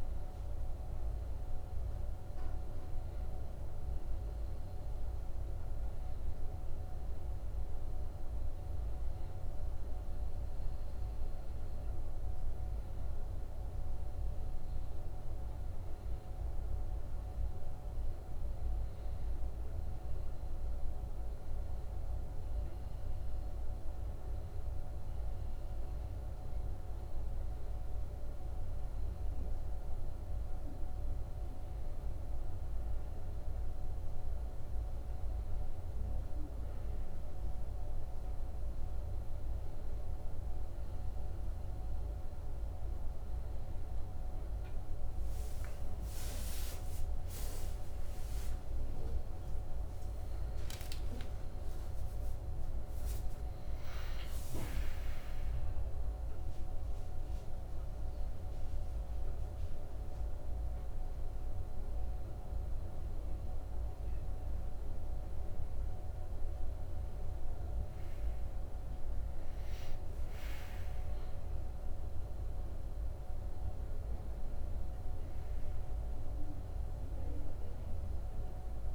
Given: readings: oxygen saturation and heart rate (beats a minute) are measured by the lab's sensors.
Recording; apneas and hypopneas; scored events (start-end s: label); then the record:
breathing in sleep, hard to hear, by a room microphone; none
26.00-78.95 s: new sleep stage, N1 (lightest sleep)
45.50-51.50 s: arousal
From the record:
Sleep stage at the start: N2 (light sleep); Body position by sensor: on the back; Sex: male